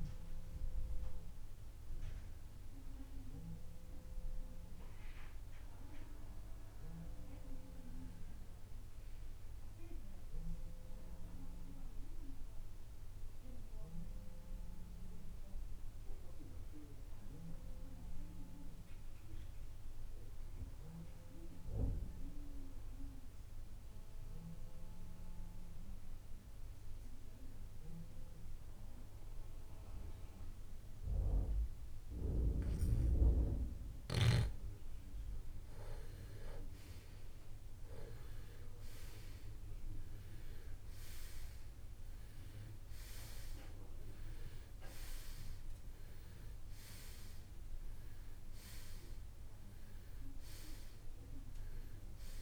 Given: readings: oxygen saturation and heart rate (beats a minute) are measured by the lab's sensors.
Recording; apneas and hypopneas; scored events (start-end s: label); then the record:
breathing in sleep by a room microphone; 1
2.50-16.50 s: oxygen desaturation (device-marked, oxygen 95% before, 84% lowest, heart rate 77 before, 61 extreme)
9.50-33.50 s: mixed apnea (oxygen 95% before, 85% lowest, heart rate 77 before, 57 extreme, up 4 after)
33.50-52.42 s: oxygen desaturation (device-marked, oxygen 98% before, 93% lowest, heart rate 68 before, 57 extreme)
34.50-39.50 s: arousal
From the record:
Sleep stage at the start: REM sleep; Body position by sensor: on the right side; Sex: male